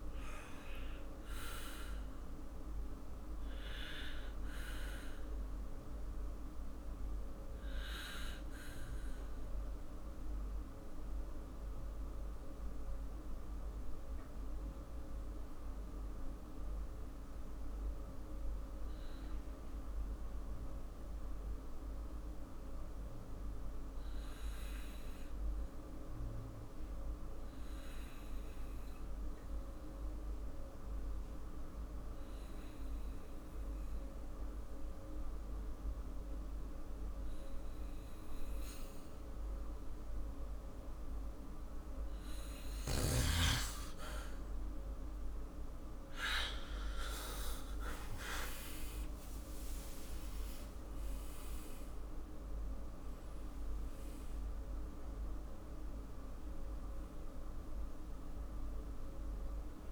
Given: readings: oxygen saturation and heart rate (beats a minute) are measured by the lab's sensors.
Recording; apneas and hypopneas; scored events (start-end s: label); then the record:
breathing in sleep by a room microphone; 1
0.00-4.00 s: arousal
7.50-43.00 s: mixed apnea (oxygen 99% before, 94% lowest, heart rate 58 before, 49 extreme, up 3 after)
19.50-30.50 s: oxygen desaturation (device-marked, oxygen 97% before, 94% lowest, heart rate 57 before, 49 extreme)
46.00-48.00 s: long interval between heartbeats (device-marked, heart rate 54 before, 56 extreme)
47.50-52.00 s: arousal
From the record:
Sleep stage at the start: N2 (light sleep); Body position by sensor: on the back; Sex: male